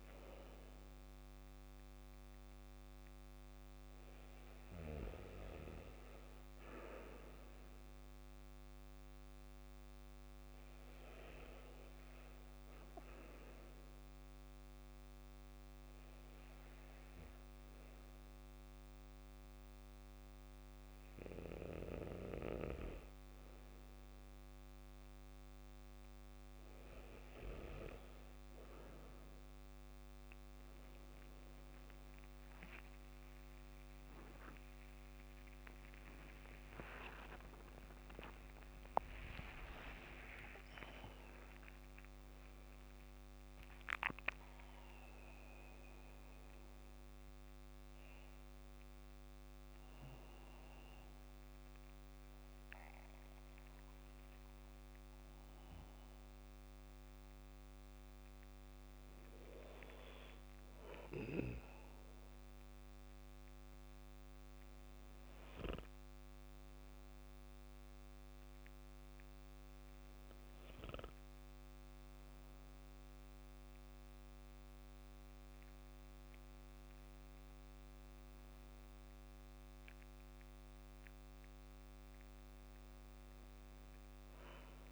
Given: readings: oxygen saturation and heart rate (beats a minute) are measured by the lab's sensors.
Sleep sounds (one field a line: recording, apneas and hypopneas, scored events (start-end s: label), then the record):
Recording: breathing in sleep by a microphone on the trachea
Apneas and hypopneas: 1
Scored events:
11.50-23.00 s: obstructive apnea (oxygen 95% before, 92% lowest, heart rate 61 before, 61 extreme)
36.00-40.00 s: arousal
38.50-40.50 s: long interval between heartbeats (device-marked, heart rate 65 before, 80 extreme)
41.00-43.00 s: long interval between heartbeats (device-marked, heart rate 67 before, 97 extreme)
41.00-84.92 s: new sleep stage, N2 (light sleep)
From the record:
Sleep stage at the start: REM sleep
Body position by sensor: on the back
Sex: male